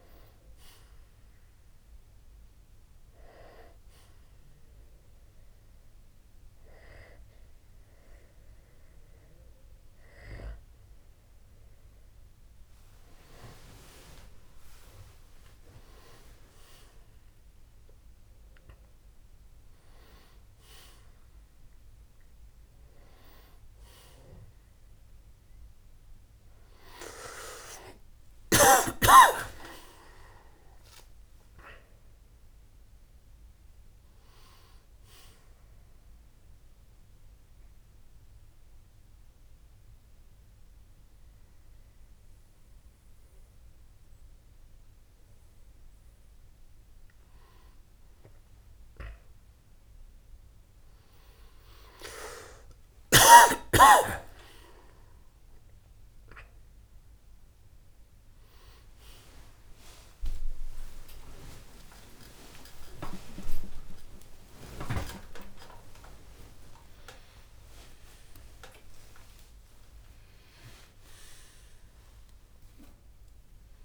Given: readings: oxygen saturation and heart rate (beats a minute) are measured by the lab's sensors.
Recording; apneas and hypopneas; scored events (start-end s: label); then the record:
a person awake in a sleep study, by a room microphone; 1
2.00-13.00 s: hypopnea (oxygen 94% before, 92% lowest, heart rate 71 before, 60 extreme, up 28 after)
28.00-73.85 s: new sleep stage, awake
From the record:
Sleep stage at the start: N1 (lightest sleep); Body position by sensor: on the back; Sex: male